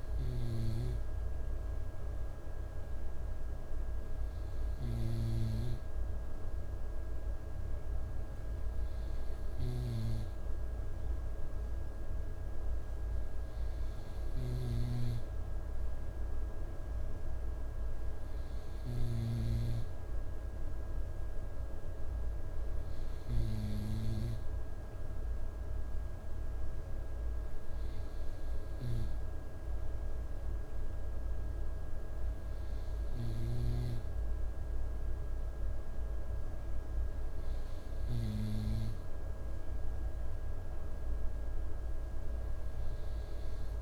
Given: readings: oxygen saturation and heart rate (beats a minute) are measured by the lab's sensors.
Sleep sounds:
breathing in sleep by a room microphone; none
none scored
From the record:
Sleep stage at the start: N2 (light sleep); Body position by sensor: on the right side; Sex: male

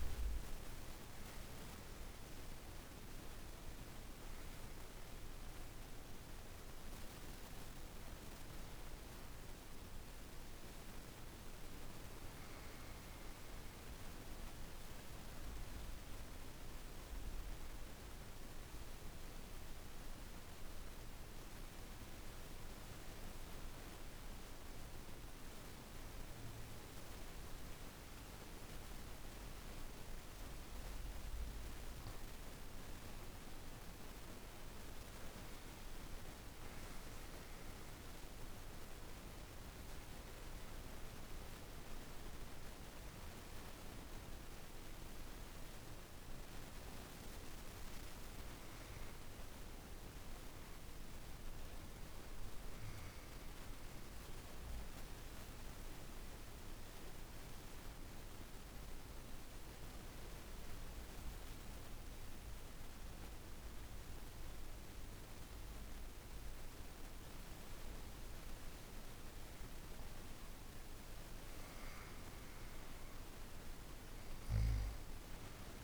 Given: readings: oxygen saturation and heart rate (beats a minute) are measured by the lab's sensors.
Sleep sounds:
breathing in sleep, hard to hear, by a room microphone; 2
0.00-16.00 s: oxygen desaturation (device-marked, oxygen 84% lowest, heart rate 48 extreme)
12.50-32.50 s: mixed apnea (oxygen 98% before, 86% lowest, heart rate 55 before, 49 extreme, up 14 after)
33.00-57.00 s: oxygen desaturation (device-marked, oxygen 98% before, 86% lowest, heart rate 50 before, 50 extreme)
34.50-39.00 s: arousal
52.00-69.50 s: obstructive apnea (oxygen 98% before, 86% lowest, heart rate 56 before, 50 extreme, up 3 after)
73.00-75.84 s: arousal
74.00-75.84 s: oxygen desaturation (device-marked, oxygen 98% before, 88% lowest, heart rate 51 before, 50 extreme)
From the record:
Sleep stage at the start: N2 (light sleep); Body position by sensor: on the back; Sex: female

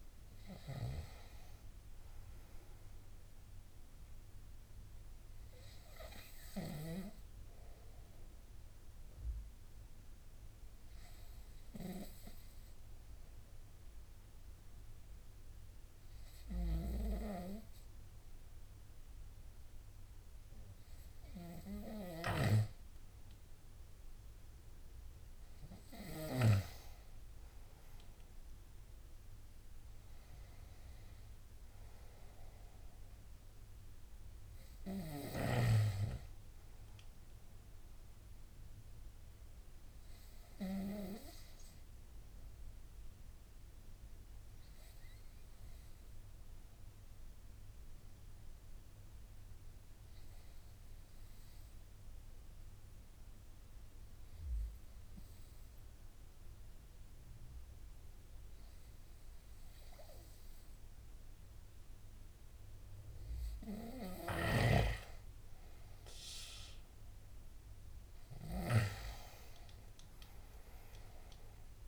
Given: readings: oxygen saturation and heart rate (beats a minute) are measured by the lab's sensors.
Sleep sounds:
breathing in sleep by a room microphone; 2
6.00-22.00 s: obstructive apnea (oxygen 98% before, 92% lowest, heart rate 76 before, 72 extreme, up 6 after)
25.50-29.50 s: arousal
31.50-36.50 s: oxygen desaturation (device-marked, oxygen 97% before, 94% lowest, heart rate 76 before, 71 extreme)
40.50-62.00 s: obstructive apnea (oxygen 97% before, 92% lowest, heart rate 77 before, 71 extreme, up 6 after)
64.00-69.00 s: arousal
70.50-71.88 s: oxygen desaturation (device-marked, oxygen 97% before, 92% lowest, heart rate 75 before, 68 extreme)
From the record:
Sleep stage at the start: N2 (light sleep); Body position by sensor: on the right side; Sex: male

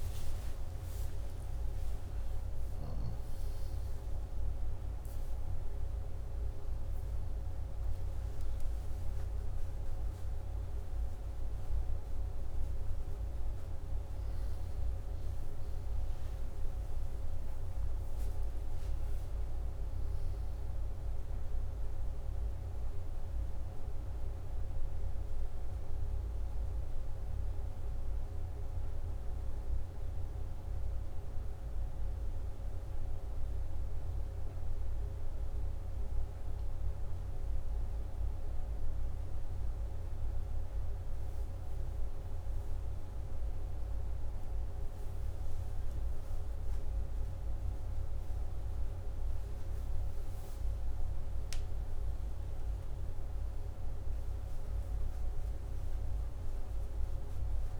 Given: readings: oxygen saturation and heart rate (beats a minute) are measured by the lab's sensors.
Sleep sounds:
a person awake in a sleep study, hard to hear, by a room microphone; none
15.00-22.00 s: oxygen desaturation (device-marked, oxygen 97% before, 94% lowest, heart rate 111 before, 73 extreme)
From the record:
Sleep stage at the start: awake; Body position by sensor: upright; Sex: male

